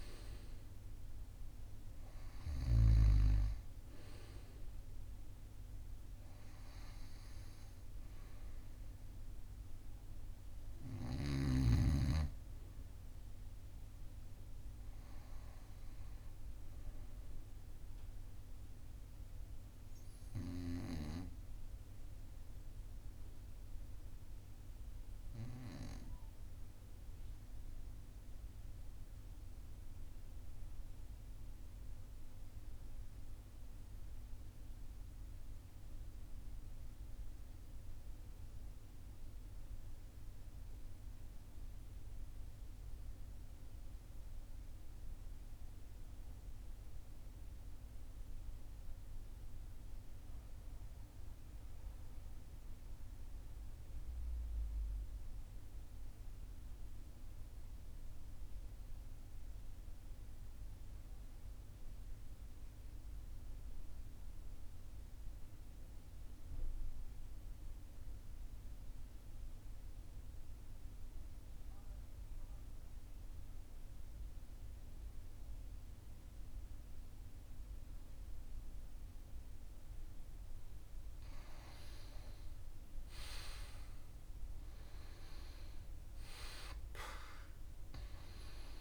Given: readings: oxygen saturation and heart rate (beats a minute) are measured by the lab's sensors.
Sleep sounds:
breathing in sleep by a room microphone; 1
25.50-80.00 s: obstructive apnea (oxygen 98% before, 82% lowest, heart rate 42 before, 41 extreme, up 8 after)
60.50-88.81 s: oxygen desaturation (device-marked, oxygen 97% before, 82% lowest, heart rate 42 before, 42 extreme)
82.00-86.50 s: arousal
From the record:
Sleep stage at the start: N2 (light sleep); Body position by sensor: on the right side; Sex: male

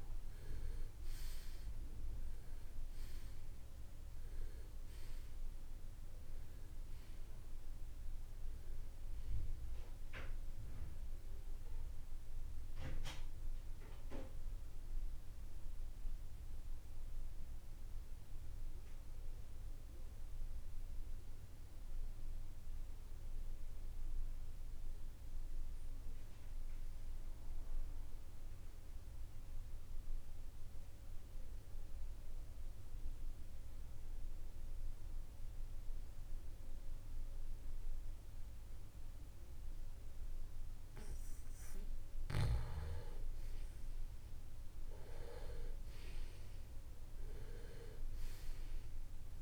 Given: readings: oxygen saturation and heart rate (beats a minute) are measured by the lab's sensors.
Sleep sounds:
breathing in sleep by a room microphone; 1
17.50-41.50 s: mixed apnea (oxygen 96% before, 82% lowest, heart rate 72 before, 56 extreme, up 6 after)
20.50-35.50 s: oxygen desaturation (device-marked, oxygen 95% before, 82% lowest, heart rate 73 before, 56 extreme)
43.00-47.50 s: arousal
From the record:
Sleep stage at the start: REM sleep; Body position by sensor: on the right side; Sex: male

